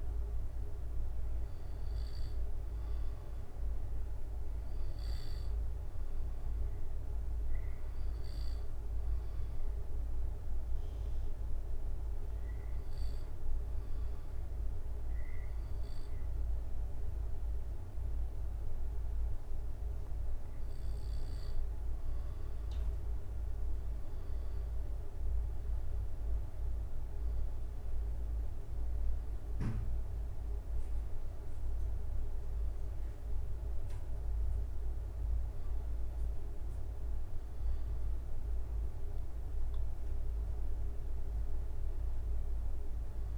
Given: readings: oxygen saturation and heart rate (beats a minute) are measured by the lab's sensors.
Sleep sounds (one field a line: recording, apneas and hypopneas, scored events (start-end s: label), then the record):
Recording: breathing in sleep, hard to hear, by a room microphone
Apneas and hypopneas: 1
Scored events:
2.50-21.00 s: hypopnea (oxygen 96% before, 94% lowest, heart rate 72 before, 66 extreme, up 3 after)
27.00-32.00 s: arousal
29.50-31.50 s: long interval between heartbeats (device-marked, heart rate 67 before, 68 extreme)
From the record:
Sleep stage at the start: N2 (light sleep)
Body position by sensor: on the back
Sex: male